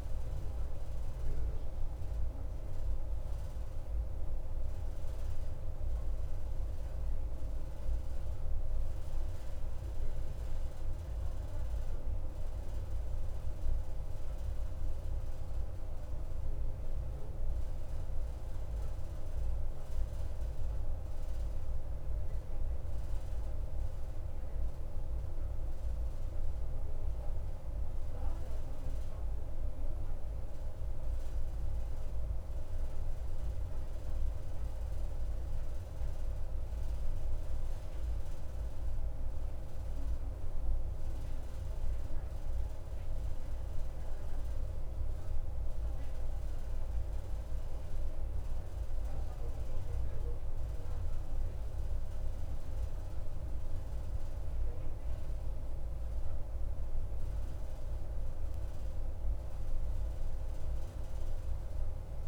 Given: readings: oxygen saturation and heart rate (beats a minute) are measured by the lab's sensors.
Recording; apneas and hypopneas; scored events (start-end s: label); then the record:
breathing in sleep, hard to hear, by a room microphone; none
none scored
From the record:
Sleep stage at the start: REM sleep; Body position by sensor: on the right side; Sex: male